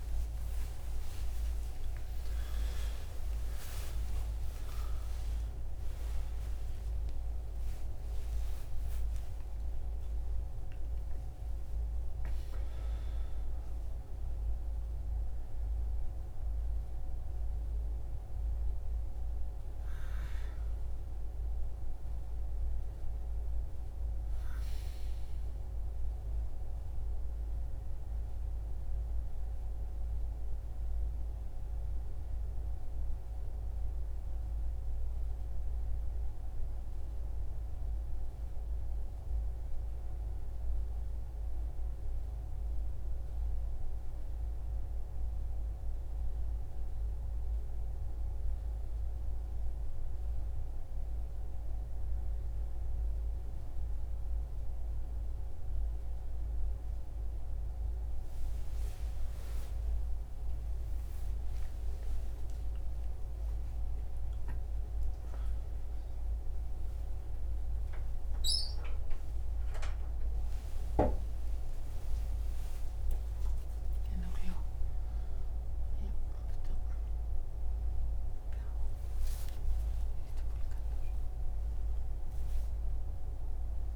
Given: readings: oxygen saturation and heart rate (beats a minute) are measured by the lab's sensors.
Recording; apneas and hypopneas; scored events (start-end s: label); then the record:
a person partly awake in a sleep study, hard to hear, by a room microphone; none
13.50-73.50 s: new sleep stage, N1 (lightest sleep)
73.50-83.96 s: new sleep stage, awake
From the record:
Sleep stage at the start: awake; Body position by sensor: on the back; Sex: male